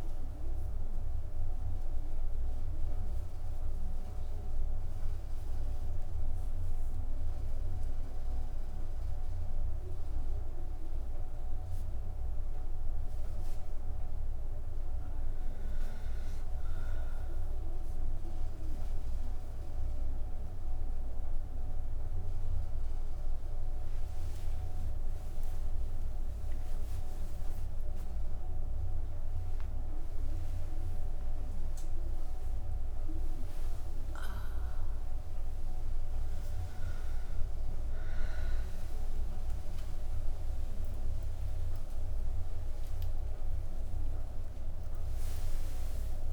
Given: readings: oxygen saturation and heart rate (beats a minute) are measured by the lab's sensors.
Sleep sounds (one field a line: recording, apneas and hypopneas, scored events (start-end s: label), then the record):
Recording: a person awake in a sleep study, hard to hear, by a room microphone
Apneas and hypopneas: none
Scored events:
none scored
From the record:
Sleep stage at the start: awake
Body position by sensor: on the back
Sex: female